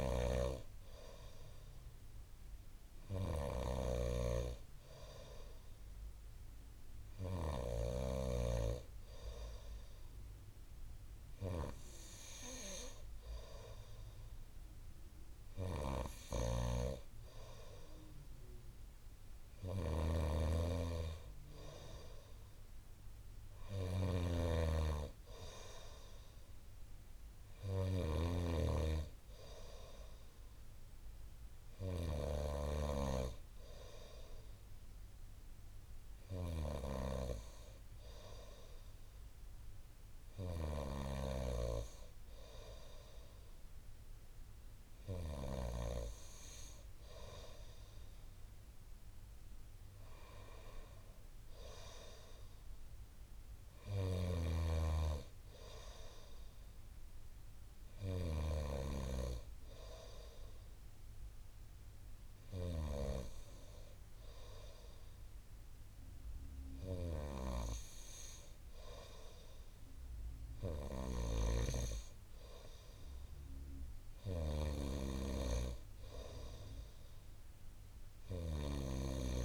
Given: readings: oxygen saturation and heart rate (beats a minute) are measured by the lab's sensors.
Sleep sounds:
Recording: breathing in sleep by a room microphone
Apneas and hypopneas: none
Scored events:
20.00-33.00 s: snoring (device-marked)
From the record:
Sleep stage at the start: N2 (light sleep)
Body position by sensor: on the right side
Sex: male

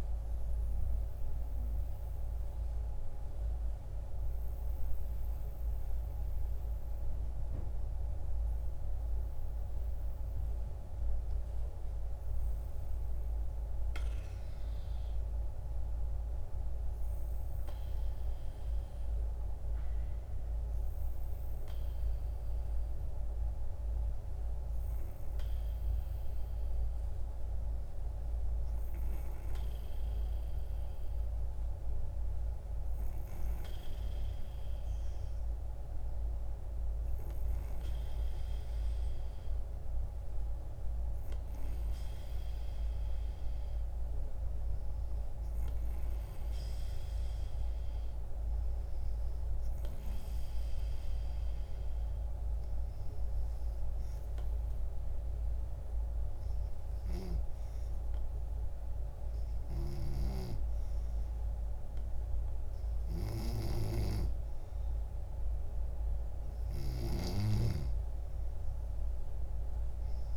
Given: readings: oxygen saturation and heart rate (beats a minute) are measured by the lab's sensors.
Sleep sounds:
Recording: breathing in sleep, hard to hear, by a room microphone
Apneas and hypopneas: 1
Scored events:
0.50-12.50 s: hypopnea (oxygen 96% before, 94% lowest, heart rate 68 before, 62 extreme, up 2 after)
16.00-19.50 s: arousal
64.50-70.37 s: new sleep stage, N3 (deep sleep)
From the record:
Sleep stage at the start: N2 (light sleep)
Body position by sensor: on the back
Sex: female

